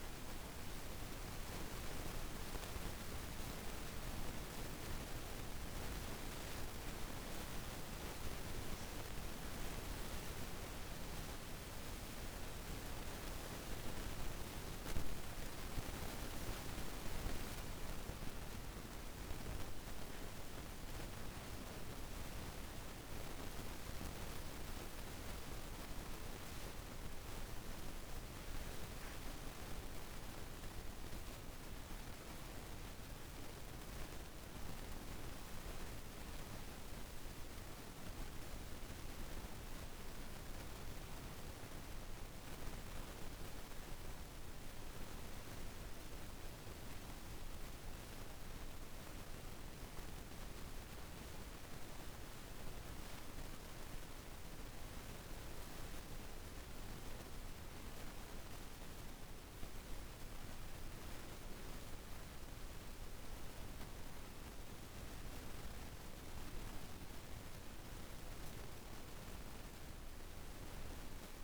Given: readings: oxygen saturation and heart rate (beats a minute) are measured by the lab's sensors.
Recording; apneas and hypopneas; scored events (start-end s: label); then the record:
breathing in sleep by a room microphone; none
none scored
From the record:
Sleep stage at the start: N2 (light sleep); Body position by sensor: on the back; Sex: female